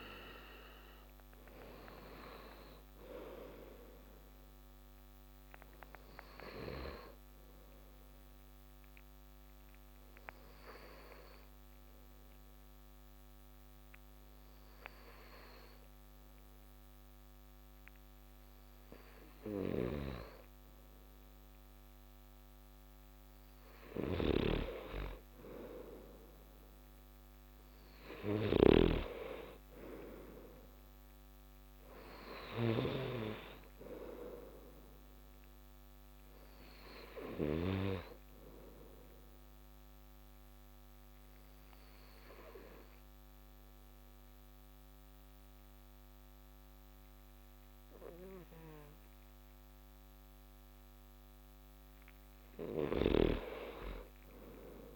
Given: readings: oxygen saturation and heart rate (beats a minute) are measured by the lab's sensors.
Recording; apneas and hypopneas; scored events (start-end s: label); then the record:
breathing in sleep by a microphone on the trachea; 2
7.50-22.00 s: obstructive apnea (oxygen 96% before, 93% lowest)
23.00-32.00 s: snoring (device-marked)
24.50-28.00 s: arousal
35.00-50.00 s: oxygen desaturation (device-marked, oxygen 97% before, 93% lowest)
40.00-50.50 s: obstructive apnea (oxygen 97% before, 93% lowest)
52.00-54.96 s: snoring (device-marked)
53.50-54.96 s: arousal
From the record:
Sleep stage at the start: N2 (light sleep); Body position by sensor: on the back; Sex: male